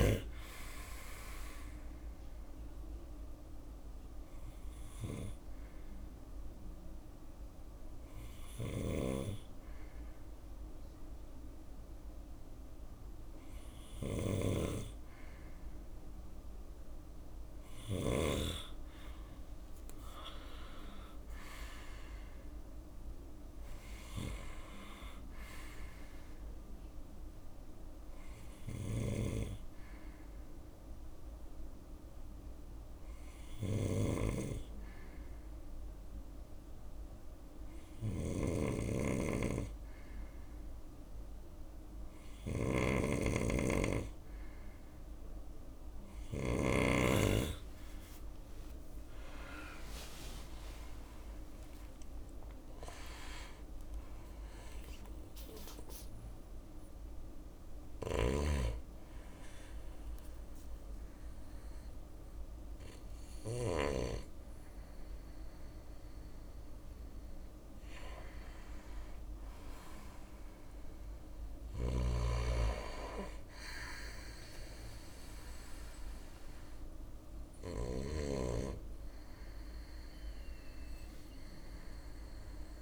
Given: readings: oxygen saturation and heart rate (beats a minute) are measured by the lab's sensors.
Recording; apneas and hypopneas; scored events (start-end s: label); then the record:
a person partly awake in a sleep study, by a room microphone; 2
0.00-11.00 s: drop in pulse transit time (device-marked, heart rate 70 extreme)
2.50-15.00 s: hypopnea (oxygen 96% before, 94% lowest, heart rate 76 before, 70 extreme, up 7 after)
19.00-23.00 s: arousal
27.00-44.00 s: hypopnea (oxygen 98% before, 94% lowest, heart rate 73 before, 71 extreme, up 37 after)
28.00-46.00 s: snoring (device-marked)
43.00-82.82 s: new sleep stage, awake
47.00-52.00 s: tachycardia (device-marked, heart rate 77 before, 109 extreme)
49.00-61.00 s: drop in pulse transit time (device-marked, heart rate 72 before, 80 extreme)
57.50-63.00 s: snoring (device-marked)
71.00-77.50 s: snoring (device-marked)
76.00-82.82 s: oxygen desaturation (device-marked, oxygen 97% before, 94% lowest, heart rate 76 before, 69 extreme)
From the record:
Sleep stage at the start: N2 (light sleep); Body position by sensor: on the right side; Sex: male